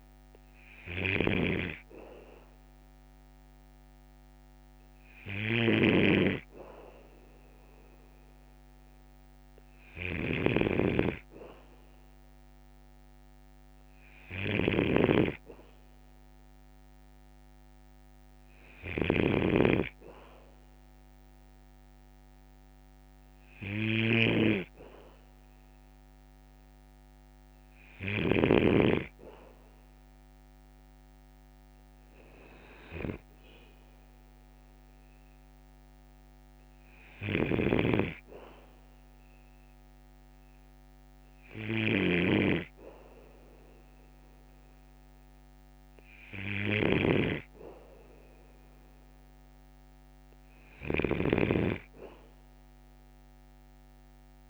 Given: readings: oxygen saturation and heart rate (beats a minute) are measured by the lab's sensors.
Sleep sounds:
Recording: breathing in sleep by a microphone on the trachea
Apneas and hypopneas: none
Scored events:
0.00-28.50 s: snoring (device-marked)
37.00-54.50 s: snoring (device-marked)
From the record:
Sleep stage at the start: N2 (light sleep)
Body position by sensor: on the back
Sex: male

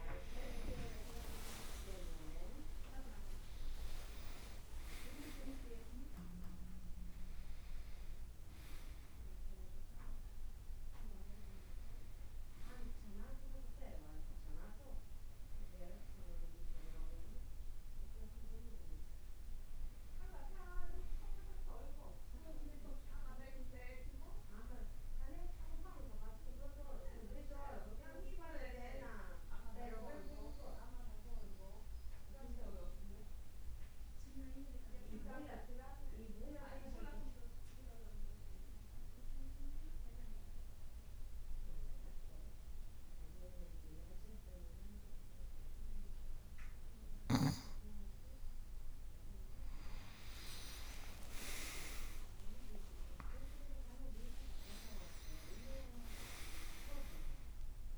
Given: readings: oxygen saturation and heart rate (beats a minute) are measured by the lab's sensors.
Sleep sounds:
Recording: breathing in sleep by a room microphone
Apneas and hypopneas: 1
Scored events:
0.00-4.00 s: leg movement (device-marked)
0.00-11.00 s: oxygen desaturation (device-marked, oxygen 96% before, 93% lowest, heart rate 56 before, 55 extreme)
1.50-3.50 s: long interval between heartbeats (device-marked, heart rate 56 before, 78 extreme)
4.00-9.00 s: arousal
6.00-15.50 s: leg movement (device-marked)
21.00-25.00 s: leg movement (device-marked)
27.00-46.00 s: obstructive apnea (oxygen 98% before, 94% lowest, heart rate 63 before, 53 extreme, up 13 after)
28.00-57.98 s: new sleep stage, N2 (light sleep)
48.50-53.00 s: arousal
51.00-53.00 s: long interval between heartbeats (device-marked, heart rate 54 before, 62 extreme)
56.00-57.98 s: long interval between heartbeats (device-marked, heart rate 57 before, 77 extreme)
From the record:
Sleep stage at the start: N1 (lightest sleep)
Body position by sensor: on the right side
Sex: male

